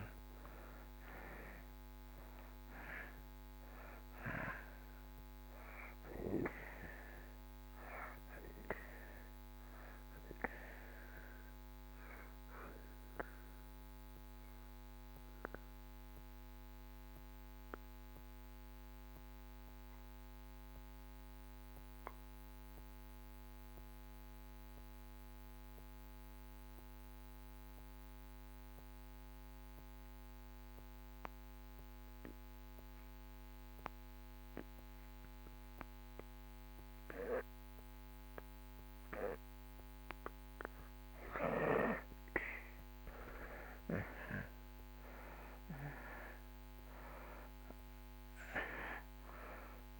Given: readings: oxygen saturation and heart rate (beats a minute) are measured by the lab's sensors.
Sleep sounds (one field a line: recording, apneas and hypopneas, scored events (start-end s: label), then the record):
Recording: breathing in sleep by a microphone on the trachea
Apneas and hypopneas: 1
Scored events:
0.00-29.50 s: oxygen desaturation (device-marked, oxygen 77% lowest)
12.00-39.00 s: obstructive apnea (oxygen 96% before, 74% lowest)
40.50-50.00 s: oxygen desaturation (device-marked, oxygen 97% before, 74% lowest)
41.50-46.00 s: arousal
From the record:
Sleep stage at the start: N2 (light sleep)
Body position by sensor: on the back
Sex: male